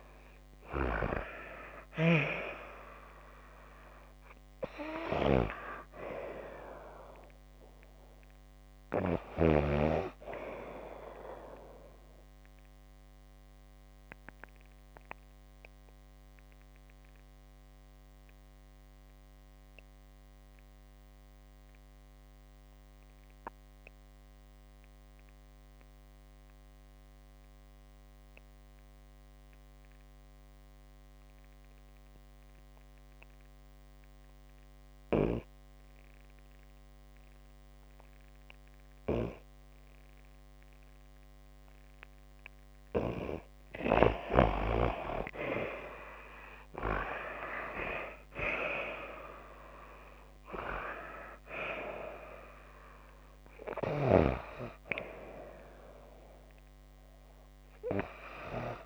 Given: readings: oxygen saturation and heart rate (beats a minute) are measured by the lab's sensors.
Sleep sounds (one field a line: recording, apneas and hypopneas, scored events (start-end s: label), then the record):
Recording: breathing in sleep by a microphone on the trachea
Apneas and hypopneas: 1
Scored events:
12.50-42.00 s: obstructive apnea (oxygen 96% before, 85% lowest, heart rate 62 before, 48 extreme, up 23 after)
27.00-44.00 s: oxygen desaturation (device-marked, oxygen 94% before, 88% lowest, heart rate 54 before, 48 extreme)
45.00-49.50 s: arousal
From the record:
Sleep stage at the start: N2 (light sleep)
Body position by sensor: on the back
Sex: female